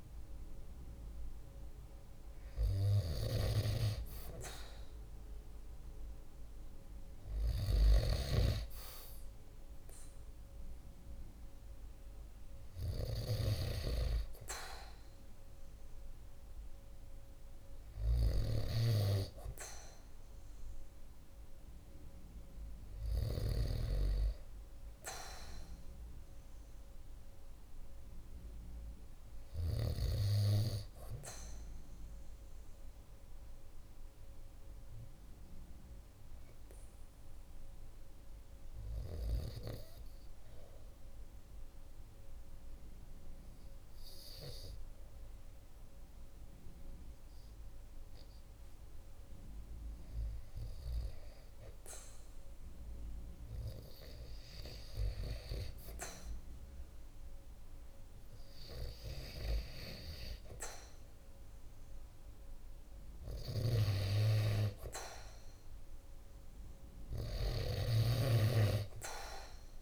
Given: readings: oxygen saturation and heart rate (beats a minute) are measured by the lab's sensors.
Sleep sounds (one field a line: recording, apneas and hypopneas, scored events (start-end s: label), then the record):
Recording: breathing in sleep by a room microphone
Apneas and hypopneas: 1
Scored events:
0.00-10.00 s: oxygen desaturation (device-marked, oxygen 94% lowest, heart rate 49 extreme)
32.50-49.50 s: obstructive apnea (oxygen 96% before, 94% lowest, heart rate 49 before, 46 extreme, up 1 after)
54.00-58.00 s: arousal
From the record:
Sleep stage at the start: REM sleep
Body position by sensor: on the right side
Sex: male